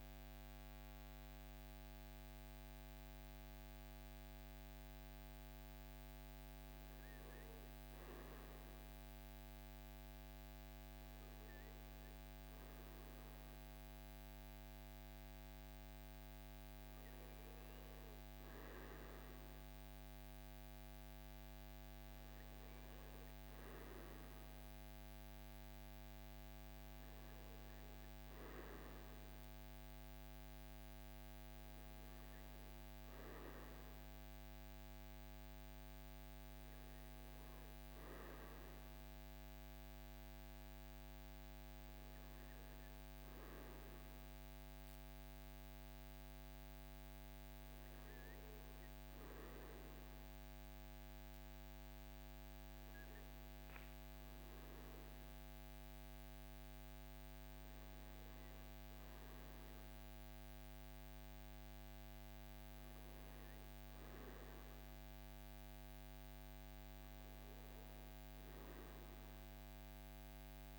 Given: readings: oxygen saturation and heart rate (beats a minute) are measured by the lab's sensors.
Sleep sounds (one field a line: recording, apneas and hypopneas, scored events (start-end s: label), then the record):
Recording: breathing in sleep, hard to hear, by a microphone on the trachea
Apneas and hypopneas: none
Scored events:
none scored
From the record:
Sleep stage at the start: N2 (light sleep)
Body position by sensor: on the right side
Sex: male